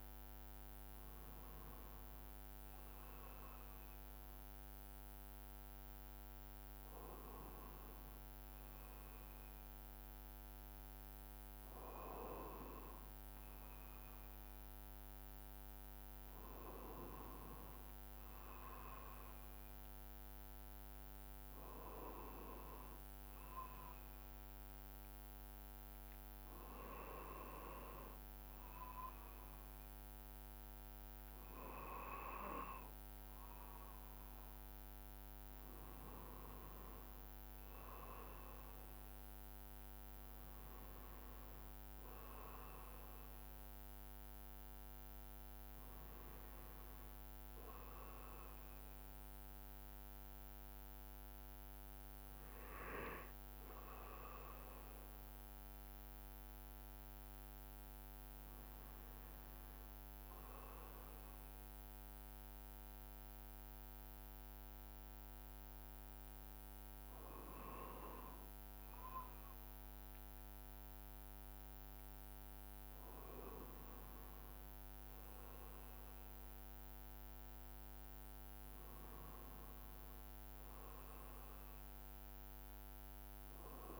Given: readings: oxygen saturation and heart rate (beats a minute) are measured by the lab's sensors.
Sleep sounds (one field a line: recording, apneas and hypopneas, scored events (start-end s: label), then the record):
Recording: breathing in sleep by a microphone on the trachea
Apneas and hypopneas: none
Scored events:
37.00-41.50 s: arousal
79.50-84.00 s: arousal
82.50-84.00 s: long interval between heartbeats (device-marked, heart rate 74 before, 73 extreme)
From the record:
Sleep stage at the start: N2 (light sleep)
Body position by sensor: on the right side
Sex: male